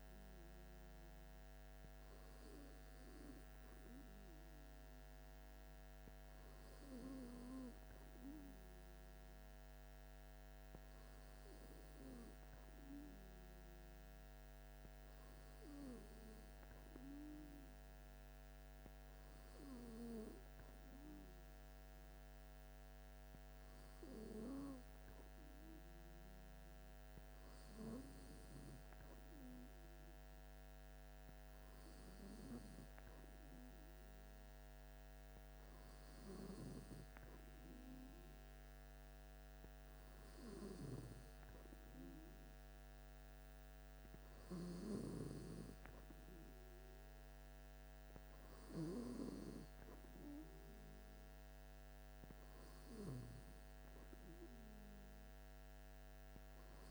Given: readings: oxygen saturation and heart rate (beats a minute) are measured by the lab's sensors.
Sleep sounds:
breathing in sleep by a microphone on the trachea; none
none scored
From the record:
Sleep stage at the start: N2 (light sleep); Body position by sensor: on the back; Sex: male

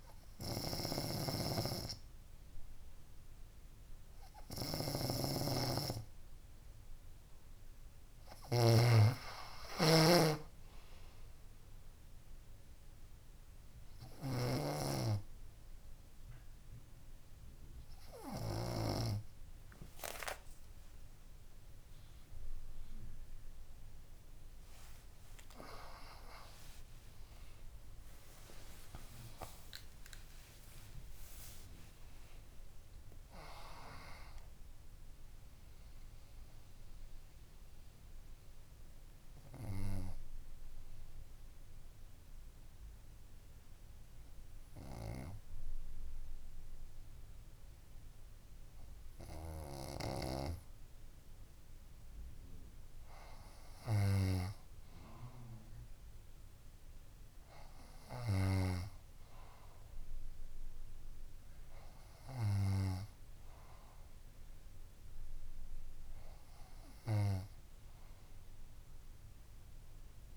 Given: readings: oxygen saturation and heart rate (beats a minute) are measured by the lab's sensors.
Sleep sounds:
breathing in sleep by a room microphone; 1
0.50-2.50 s: long interval between heartbeats (device-marked, heart rate 72 before, 75 extreme)
5.50-15.00 s: snoring (device-marked)
25.00-27.00 s: long interval between heartbeats (device-marked, heart rate 67 before, 92 extreme)
26.00-31.00 s: arousal
26.00-70.37 s: new sleep stage, N2 (light sleep)
28.50-30.50 s: long interval between heartbeats (device-marked, heart rate 73 before, 147 extreme)
39.50-51.00 s: obstructive apnea (oxygen 98% before, 96% lowest, heart rate 96 before, 62 extreme, up 4 after)
56.50-60.50 s: arousal
From the record:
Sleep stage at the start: N3 (deep sleep); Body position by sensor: on the front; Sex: female

